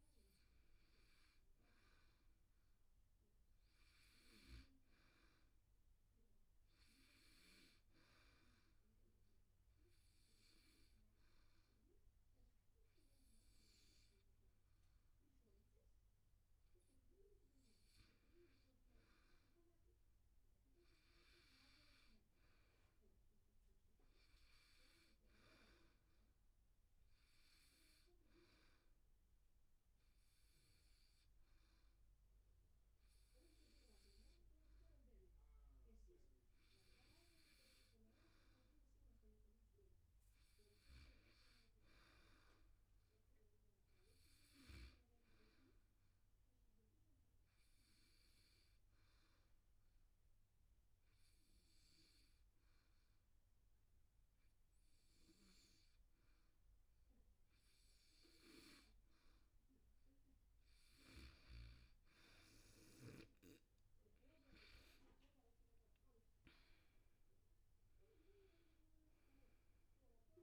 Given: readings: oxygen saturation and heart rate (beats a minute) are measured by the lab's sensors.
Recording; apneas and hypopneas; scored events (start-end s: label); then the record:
breathing in sleep by a room microphone; 3
9.00-19.50 s: hypopnea (oxygen 99% before, 89% lowest, heart rate 75 before, 76 extreme, up 5 after)
10.00-22.00 s: oxygen desaturation (device-marked, oxygen 96% before, 92% lowest, heart rate 75 before, 76 extreme)
21.50-24.50 s: arousal
27.00-40.00 s: oxygen desaturation (device-marked, oxygen 96% before, 93% lowest, heart rate 77 before, 76 extreme)
28.00-38.50 s: hypopnea (oxygen 96% before, 89% lowest, heart rate 77 before, 76 extreme, up 3 after)
41.50-44.00 s: arousal
47.00-59.50 s: hypopnea (oxygen 97% before, 89% lowest, heart rate 78 before, 69 extreme, up 9 after)
64.00-67.50 s: arousal
66.00-70.42 s: oxygen desaturation (device-marked, oxygen 96% before, 89% lowest, heart rate 78 before, 69 extreme)
From the record:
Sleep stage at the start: N2 (light sleep); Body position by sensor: on the back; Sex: male